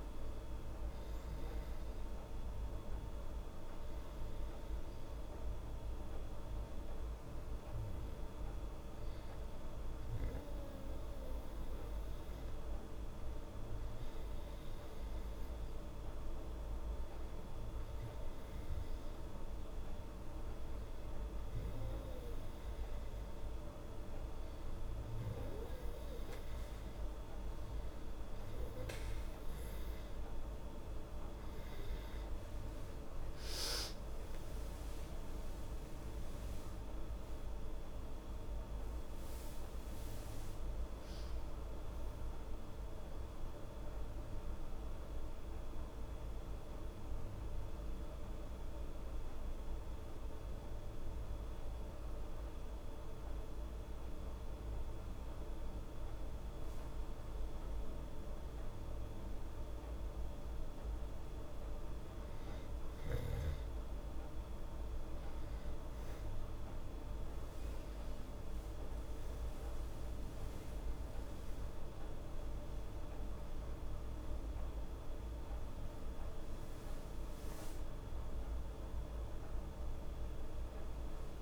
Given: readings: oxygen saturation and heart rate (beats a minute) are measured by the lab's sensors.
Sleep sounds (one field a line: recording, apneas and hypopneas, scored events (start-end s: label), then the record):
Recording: breathing in sleep, hard to hear, by a room microphone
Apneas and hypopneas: 2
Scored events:
1.50-13.00 s: hypopnea (oxygen 97% before, 95% lowest, heart rate 79 before, 73 extreme, up 0 after)
32.50-38.00 s: arousal
44.50-58.00 s: hypopnea (oxygen 97% before, 94% lowest, heart rate 78 before, 71 extreme, up 23 after)
63.00-67.00 s: arousal
67.00-81.42 s: oxygen desaturation (device-marked, oxygen 99% before, 94% lowest, heart rate 77 before, 71 extreme)
From the record:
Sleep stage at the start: N2 (light sleep)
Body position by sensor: on the back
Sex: female